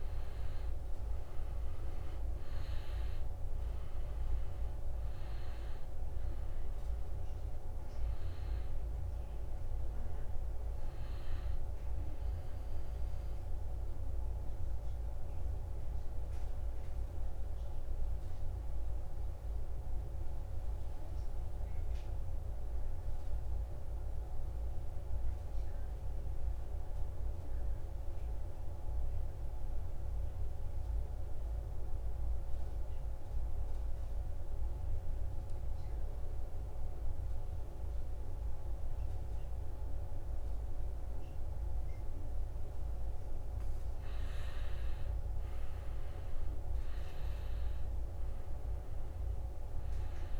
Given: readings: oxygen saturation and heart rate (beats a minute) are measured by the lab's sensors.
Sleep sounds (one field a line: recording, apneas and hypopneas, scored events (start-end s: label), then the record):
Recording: breathing in sleep, hard to hear, by a room microphone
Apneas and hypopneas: 1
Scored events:
0.00-17.50 s: oxygen desaturation (device-marked, oxygen 80% lowest, heart rate 59 extreme)
13.00-42.00 s: obstructive apnea (oxygen 95% before, 80% lowest, heart rate 72 before, 59 extreme, up 12 after)
38.50-50.40 s: oxygen desaturation (device-marked, oxygen 98% before, 84% lowest, heart rate 63 before, 67 extreme)
From the record:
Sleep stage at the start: N2 (light sleep)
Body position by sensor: on the back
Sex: male